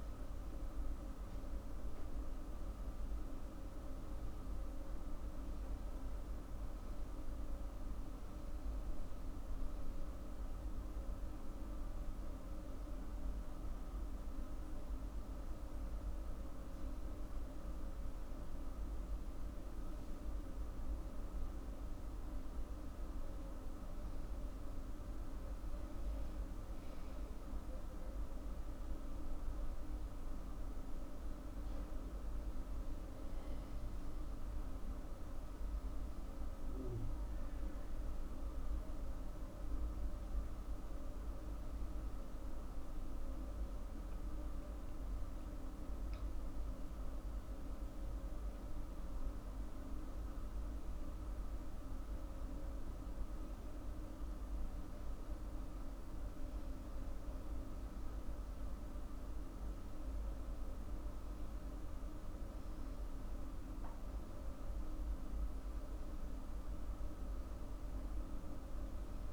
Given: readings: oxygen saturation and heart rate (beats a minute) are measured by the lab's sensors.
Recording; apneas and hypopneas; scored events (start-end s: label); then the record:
breathing in sleep, hard to hear, by a room microphone; none
none scored
From the record:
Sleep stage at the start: N1 (lightest sleep); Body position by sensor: on the back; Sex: female